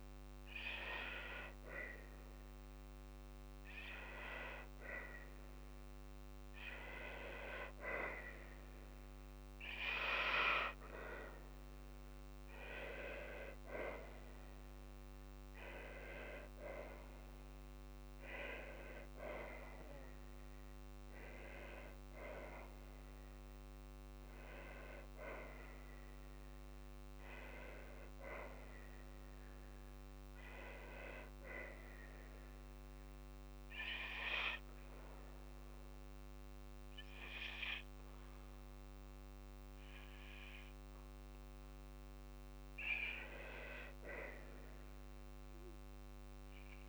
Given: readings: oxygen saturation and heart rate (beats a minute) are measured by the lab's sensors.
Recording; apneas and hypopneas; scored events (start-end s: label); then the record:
breathing in sleep by a microphone on the trachea; none
none scored
From the record:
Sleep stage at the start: N2 (light sleep); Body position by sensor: on the back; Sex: female